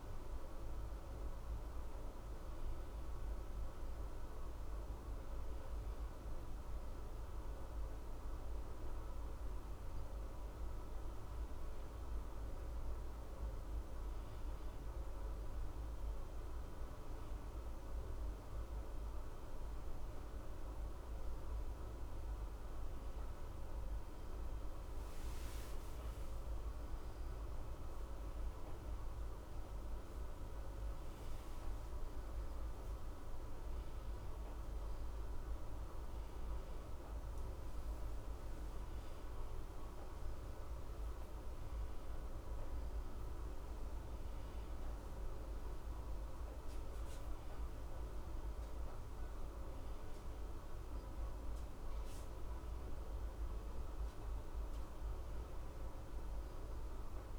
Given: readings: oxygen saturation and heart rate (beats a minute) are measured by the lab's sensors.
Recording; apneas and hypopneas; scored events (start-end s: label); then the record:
breathing in sleep, hard to hear, by a room microphone; none
54.50-57.39 s: new sleep stage, awake
From the record:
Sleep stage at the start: N1 (lightest sleep); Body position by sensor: on the left side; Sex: male